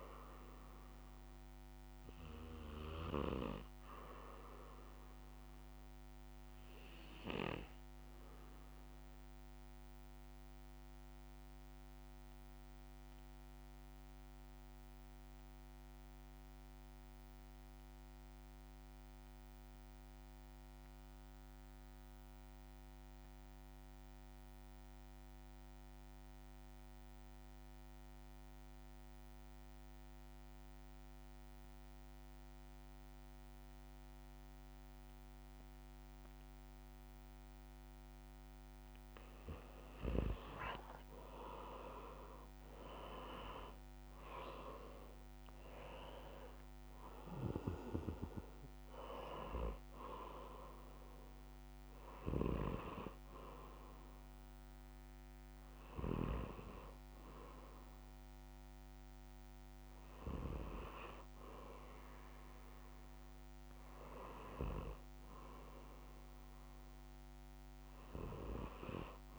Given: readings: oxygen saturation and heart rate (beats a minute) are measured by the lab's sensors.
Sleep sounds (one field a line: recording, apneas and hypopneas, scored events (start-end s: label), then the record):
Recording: breathing in sleep by a microphone on the trachea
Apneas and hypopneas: 1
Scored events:
6.50-38.50 s: obstructive apnea (oxygen 96% before, 81% lowest, heart rate 66 before, 53 extreme, up 16 after)
39.50-65.50 s: oxygen desaturation (device-marked, oxygen 95% before, 81% lowest, heart rate 57 before, 58 extreme)
40.00-43.00 s: arousal
45.50-69.39 s: new sleep stage, REM sleep
From the record:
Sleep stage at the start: N2 (light sleep)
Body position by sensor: on the back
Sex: male